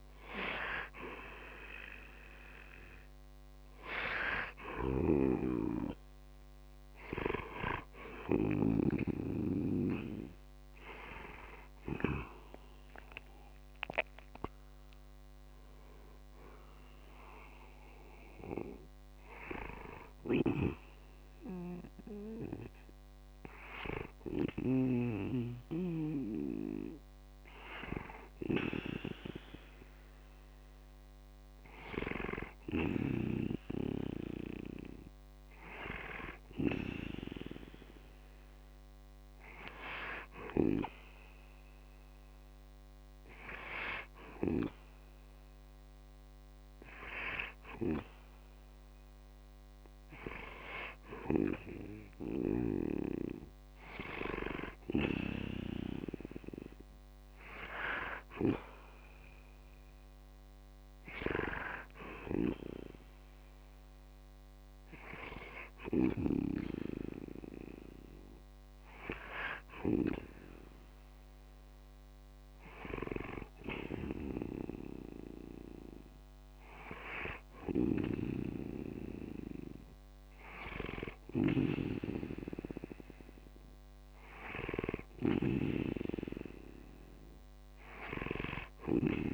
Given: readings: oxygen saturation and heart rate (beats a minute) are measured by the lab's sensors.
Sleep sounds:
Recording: breathing in sleep by a microphone on the trachea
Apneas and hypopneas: none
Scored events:
4.00-8.00 s: snoring (device-marked)
19.50-24.50 s: snoring (device-marked)
80.50-88.50 s: snoring (device-marked)
87.50-89.34 s: arousal
From the record:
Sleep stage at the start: N2 (light sleep)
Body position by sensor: on the back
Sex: male

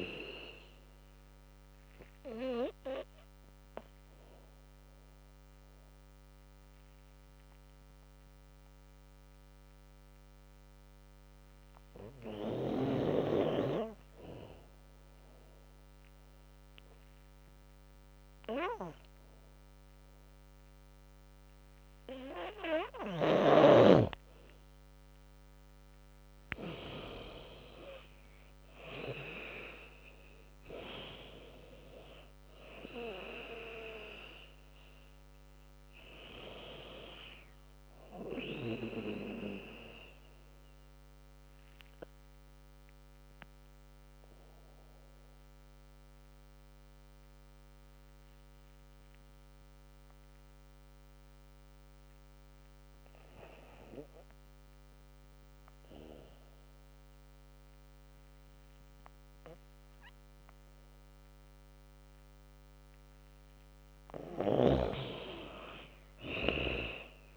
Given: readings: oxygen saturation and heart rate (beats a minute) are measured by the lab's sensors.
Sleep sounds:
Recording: breathing in sleep by a microphone on the trachea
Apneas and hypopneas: 2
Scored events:
0.00-1.00 s: arousal
0.50-12.50 s: drop in pulse transit time (device-marked, heart rate 83 before, 72 extreme)
2.50-23.50 s: obstructive apnea (oxygen 99% before, 92% lowest, heart rate 83 before, 69 extreme, up 14 after)
4.50-24.50 s: oxygen desaturation (device-marked, oxygen 98% before, 92% lowest, heart rate 82 before, 69 extreme)
27.00-30.00 s: arousal
27.50-39.50 s: drop in pulse transit time (device-marked, heart rate 77 before, 79 extreme)
31.50-41.50 s: oxygen desaturation (device-marked, oxygen 96% before, 93% lowest, heart rate 79 before, 69 extreme)
40.00-61.50 s: obstructive apnea (oxygen 96% before, 93% lowest, heart rate 83 before, 69 extreme, up 10 after)
61.50-67.37 s: drop in pulse transit time (device-marked, heart rate 73 before, 79 extreme)
63.50-66.00 s: arousal
From the record:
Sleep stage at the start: N2 (light sleep)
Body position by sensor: on the back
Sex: female

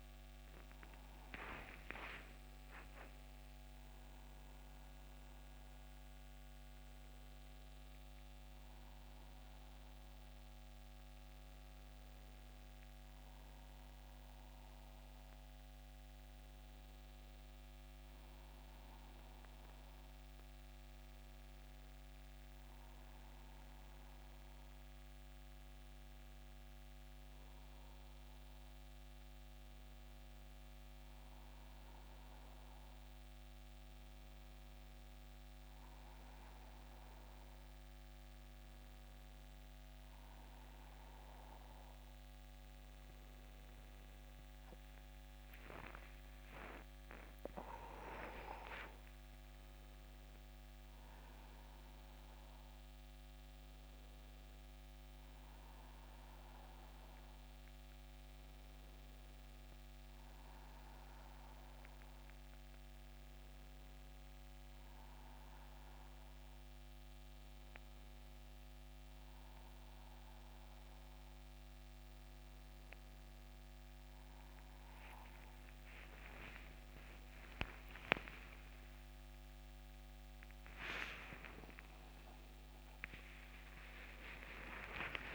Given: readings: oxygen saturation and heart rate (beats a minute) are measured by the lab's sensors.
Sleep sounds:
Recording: breathing in sleep by a microphone on the trachea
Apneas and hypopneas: none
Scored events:
0.00-3.00 s: oxygen desaturation (device-marked, oxygen 92% lowest, heart rate 79 extreme)
20.00-80.00 s: new sleep stage, N2 (light sleep)
80.00-85.35 s: new sleep stage, awake
From the record:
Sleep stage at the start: N1 (lightest sleep)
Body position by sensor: on the back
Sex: male

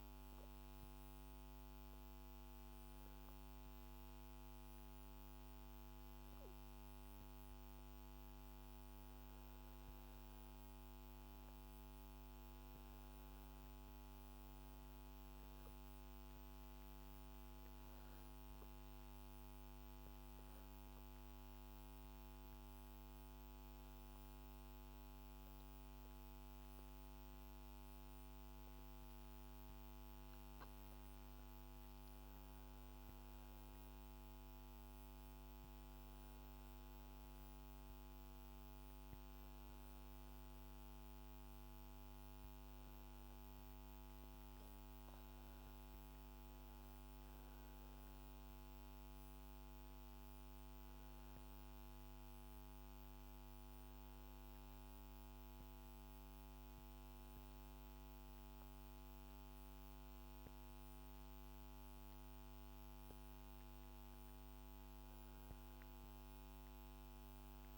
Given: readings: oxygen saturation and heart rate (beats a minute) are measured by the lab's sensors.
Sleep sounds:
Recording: breathing in sleep, hard to hear, by a microphone on the trachea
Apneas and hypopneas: 1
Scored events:
18.50-29.50 s: hypopnea (oxygen 97% before, 96% lowest, heart rate 66 before, 67 extreme, up 3 after)
35.00-39.50 s: arousal
From the record:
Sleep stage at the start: N2 (light sleep)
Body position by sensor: on the back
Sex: female

